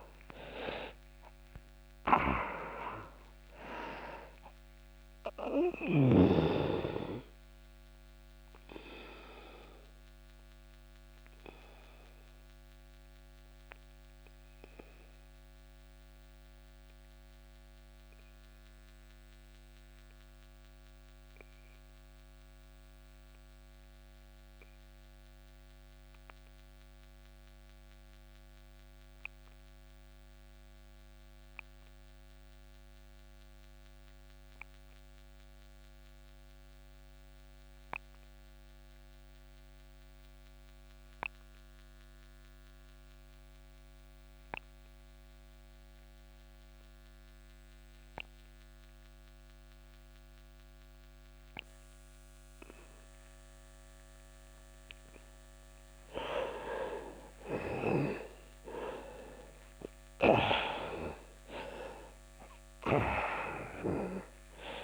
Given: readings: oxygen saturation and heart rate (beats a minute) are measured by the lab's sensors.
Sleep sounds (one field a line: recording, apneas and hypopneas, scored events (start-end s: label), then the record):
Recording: breathing in sleep by a microphone on the trachea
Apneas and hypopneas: 1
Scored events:
0.00-29.00 s: oxygen desaturation (device-marked, oxygen 87% lowest)
7.50-55.00 s: obstructive apnea (oxygen 99% before, 85% lowest)
46.00-64.84 s: oxygen desaturation (device-marked, oxygen 98% before, 85% lowest)
57.50-60.50 s: arousal
From the record:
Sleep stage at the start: N2 (light sleep)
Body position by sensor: on the back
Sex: male